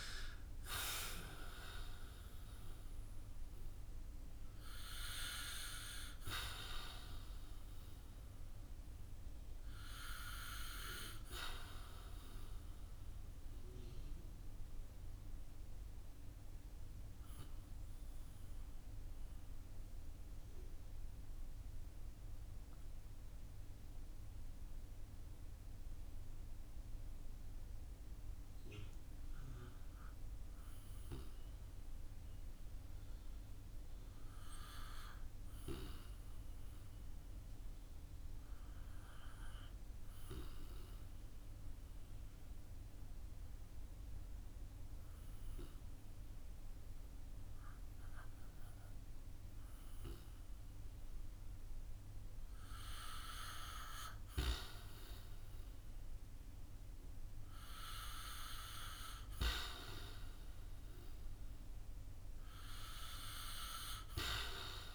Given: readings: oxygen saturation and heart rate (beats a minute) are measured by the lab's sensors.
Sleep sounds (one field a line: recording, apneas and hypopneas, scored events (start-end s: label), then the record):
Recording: breathing in sleep by a room microphone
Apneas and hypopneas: 1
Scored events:
0.00-4.00 s: oxygen desaturation (device-marked, oxygen 86% lowest, heart rate 50 extreme)
11.00-50.00 s: obstructive apnea (oxygen 91% before, 84% lowest, heart rate 62 before, 49 extreme, up 13 after)
43.00-64.94 s: oxygen desaturation (device-marked, oxygen 96% before, 84% lowest, heart rate 53 before, 49 extreme)
52.50-57.50 s: arousal
From the record:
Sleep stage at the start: REM sleep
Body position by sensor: on the back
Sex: male